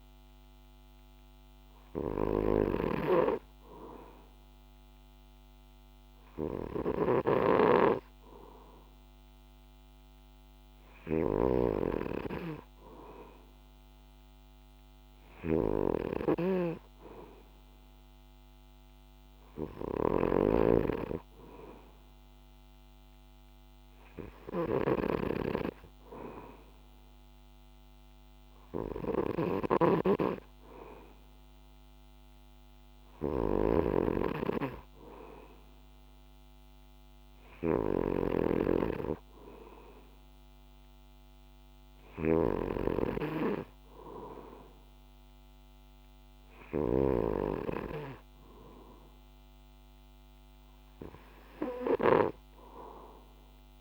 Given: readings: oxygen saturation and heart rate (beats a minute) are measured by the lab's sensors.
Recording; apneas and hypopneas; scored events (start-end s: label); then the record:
breathing in sleep by a microphone on the trachea; none
0.00-52.50 s: snoring (device-marked)
From the record:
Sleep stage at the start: N2 (light sleep); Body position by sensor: on the back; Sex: male